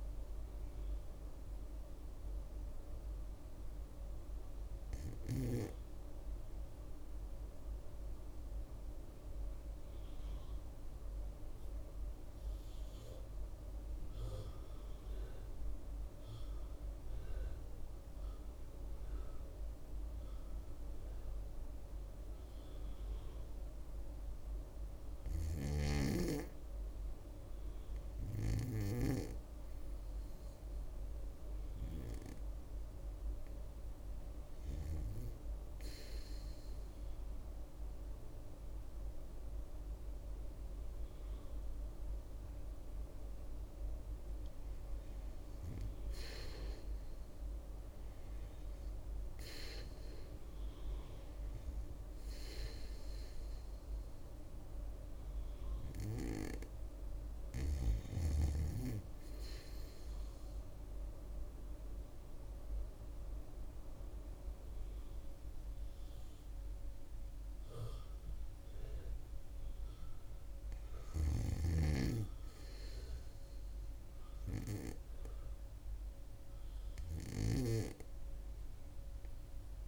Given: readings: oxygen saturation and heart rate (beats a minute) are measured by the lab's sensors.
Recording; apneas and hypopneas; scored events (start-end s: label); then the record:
breathing in sleep by a room microphone; 2
0.50-28.00 s: obstructive apnea (oxygen 99% before, 88% lowest, heart rate 66 before, 59 extreme, up 0 after)
31.00-35.00 s: arousal
35.00-57.00 s: oxygen desaturation (device-marked, oxygen 97% before, 88% lowest, heart rate 63 before, 62 extreme)
56.50-59.50 s: arousal
61.00-71.00 s: obstructive apnea (oxygen 96% before, 91% lowest, heart rate 67 before, 66 extreme, up 0 after)
72.00-75.50 s: arousal
From the record:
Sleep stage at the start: REM sleep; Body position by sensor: on the back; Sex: female